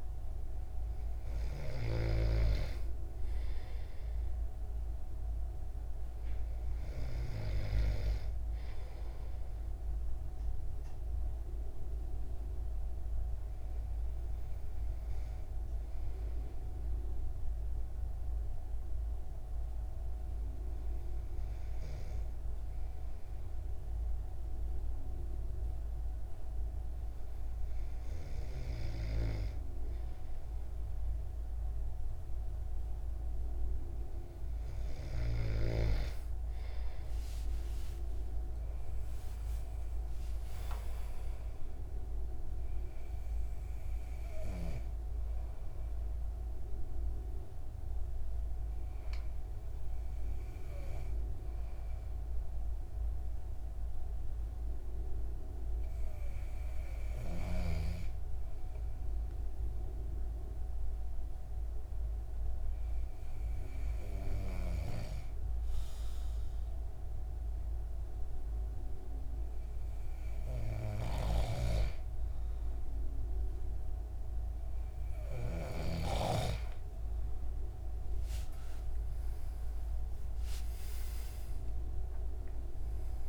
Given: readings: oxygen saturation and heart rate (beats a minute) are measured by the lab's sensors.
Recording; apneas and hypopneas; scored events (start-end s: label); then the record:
breathing in sleep by a room microphone; 2
11.00-31.50 s: hypopnea (oxygen 96% before, 93% lowest, heart rate 69 before, 36 extreme, up 22 after)
37.00-41.00 s: arousal
49.50-71.50 s: hypopnea (oxygen 96% before, 93% lowest, heart rate 77 before, 40 extreme, up 31 after)
78.00-82.00 s: arousal
From the record:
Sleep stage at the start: N2 (light sleep); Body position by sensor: on the back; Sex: male